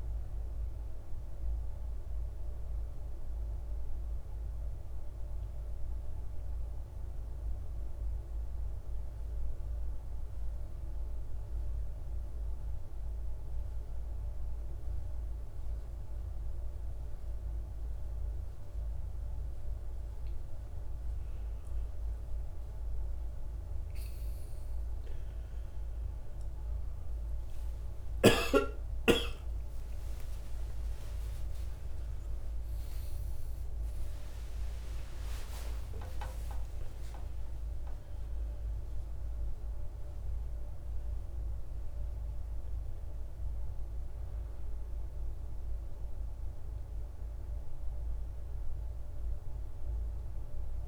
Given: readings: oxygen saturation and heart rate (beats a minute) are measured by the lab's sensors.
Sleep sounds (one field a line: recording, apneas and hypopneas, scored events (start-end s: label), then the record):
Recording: a person awake in a sleep study, hard to hear, by a room microphone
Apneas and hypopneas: 1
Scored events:
0.00-5.50 s: oxygen desaturation (device-marked, oxygen 91% lowest, heart rate 52 extreme)
2.00-20.50 s: central apnea (oxygen 98% before, 92% lowest, heart rate 64 before, 53 extreme, up 22 after)
14.50-44.50 s: new sleep stage, awake
25.50-39.50 s: oxygen desaturation (device-marked, oxygen 98% before, 93% lowest, heart rate 57 before, 58 extreme)
41.50-47.50 s: oxygen desaturation (device-marked, oxygen 96% before, 93% lowest, heart rate 92 before, 55 extreme)
44.50-50.88 s: new sleep stage, N1 (lightest sleep)
From the record:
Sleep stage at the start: N2 (light sleep)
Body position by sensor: on the right side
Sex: male